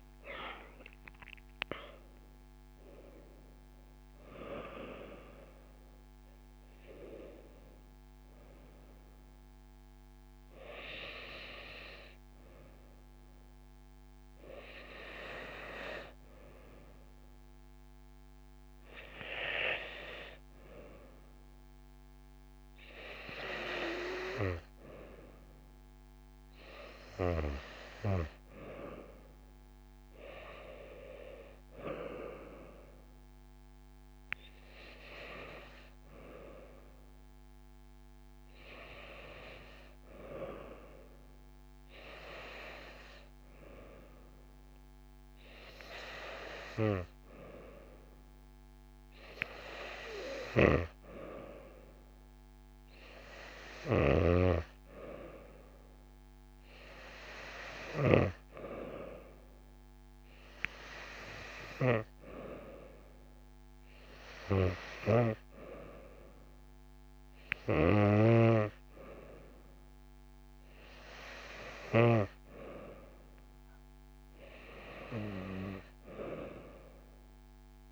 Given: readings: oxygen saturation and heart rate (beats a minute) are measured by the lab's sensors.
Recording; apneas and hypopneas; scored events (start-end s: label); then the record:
breathing in sleep by a microphone on the trachea; none
0.00-15.00 s: bradycardia (device-marked)
12.00-77.92 s: new sleep stage, N2 (light sleep)
From the record:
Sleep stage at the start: N1 (lightest sleep); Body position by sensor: on the back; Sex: female